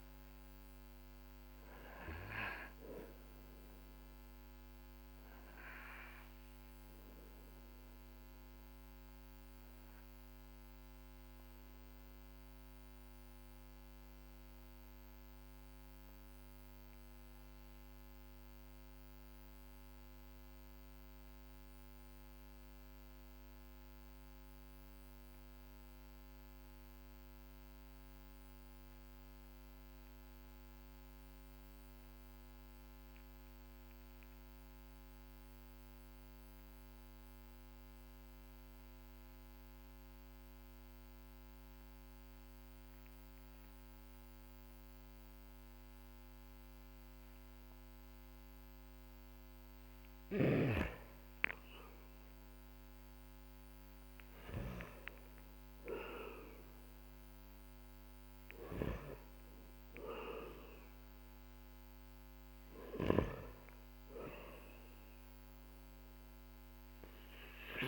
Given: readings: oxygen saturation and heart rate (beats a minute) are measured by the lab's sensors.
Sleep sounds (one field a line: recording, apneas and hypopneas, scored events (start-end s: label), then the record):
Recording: breathing in sleep by a microphone on the trachea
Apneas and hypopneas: 1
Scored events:
0.00-26.00 s: oxygen desaturation (device-marked, oxygen 91% lowest, heart rate 44 extreme)
2.50-49.00 s: obstructive apnea (oxygen 98% before, 90% lowest, heart rate 53 before, 44 extreme, up 6 after)
51.00-55.00 s: arousal
62.00-67.50 s: snoring (device-marked)
65.00-67.88 s: oxygen desaturation (device-marked, oxygen 95% before, 90% lowest, heart rate 54 before, 45 extreme)
From the record:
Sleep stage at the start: N2 (light sleep)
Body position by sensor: on the back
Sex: male